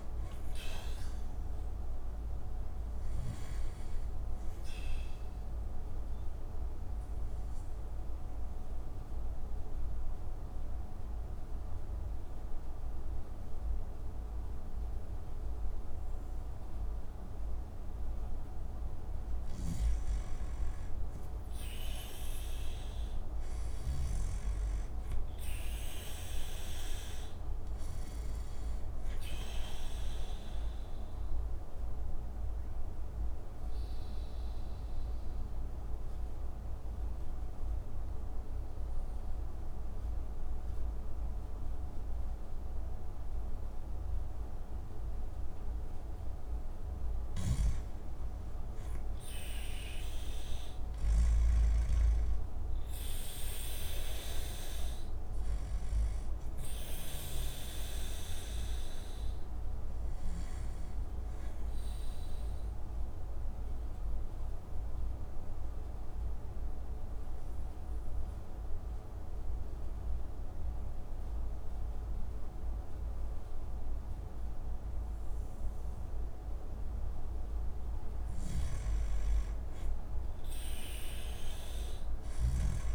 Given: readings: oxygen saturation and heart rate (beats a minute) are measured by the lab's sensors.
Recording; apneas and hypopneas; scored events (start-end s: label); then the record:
breathing in sleep, hard to hear, by a room microphone; 3
0.00-19.00 s: oxygen desaturation (device-marked, oxygen 96% before, 89% lowest)
3.50-17.50 s: obstructive apnea (oxygen 96% before, 88% lowest)
20.50-24.00 s: arousal
30.00-46.00 s: obstructive apnea (oxygen 97% before, 88% lowest)
31.00-48.00 s: oxygen desaturation (device-marked, oxygen 97% before, 90% lowest)
47.00-51.50 s: snoring (device-marked)
49.50-54.00 s: arousal
57.00-77.00 s: oxygen desaturation (device-marked, oxygen 97% before, 88% lowest)
60.00-78.00 s: obstructive apnea (oxygen 97% before, 88% lowest)
79.50-82.95 s: arousal
From the record:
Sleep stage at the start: N2 (light sleep); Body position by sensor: on the back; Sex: male